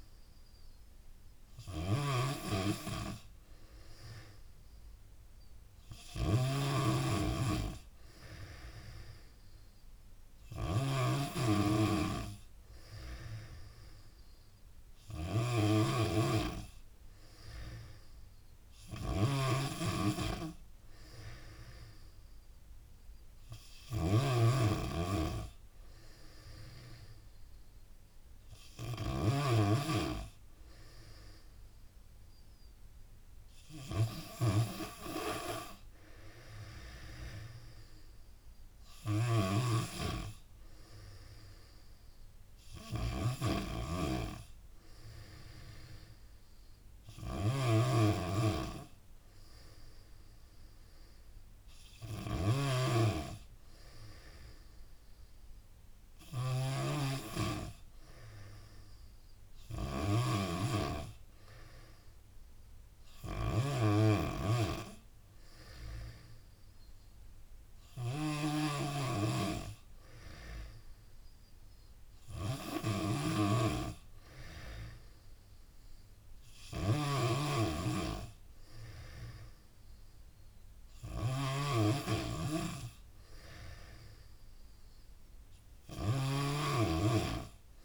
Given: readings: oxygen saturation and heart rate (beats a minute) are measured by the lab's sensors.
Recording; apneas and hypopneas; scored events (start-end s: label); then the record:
breathing in sleep by a room microphone; none
0.00-58.50 s: bradycardia (device-marked)
0.00-87.85 s: snoring (device-marked)
2.00-4.00 s: long interval between heartbeats (device-marked, heart rate 59 before, 36 extreme)
3.50-13.50 s: drop in pulse transit time (device-marked)
12.50-14.50 s: long interval between heartbeats (device-marked, heart rate 39 before, 27 extreme)
24.50-28.50 s: drop in pulse transit time (device-marked)
29.50-31.50 s: long interval between heartbeats (device-marked)
82.50-87.85 s: bradycardia (device-marked)
From the record:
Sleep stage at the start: N3 (deep sleep); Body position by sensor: on the back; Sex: female